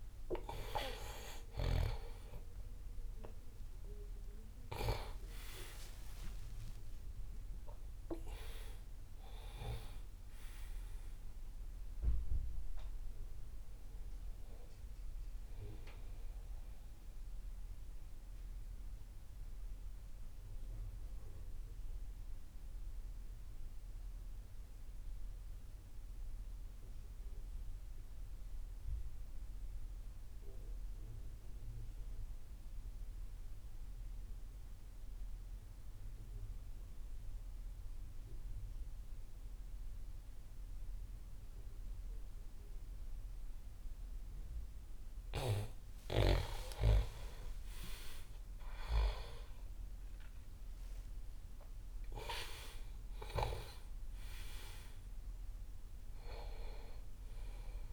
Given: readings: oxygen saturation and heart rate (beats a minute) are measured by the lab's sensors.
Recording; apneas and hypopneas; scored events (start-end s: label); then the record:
breathing in sleep by a room microphone; 1
0.00-21.00 s: oxygen desaturation (device-marked, oxygen 82% lowest)
17.50-44.50 s: mixed apnea (oxygen 98% before, 86% lowest)
44.00-57.93 s: oxygen desaturation (device-marked, oxygen 99% before, 86% lowest)
47.00-52.00 s: arousal
From the record:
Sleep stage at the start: N2 (light sleep); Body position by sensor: on the back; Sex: male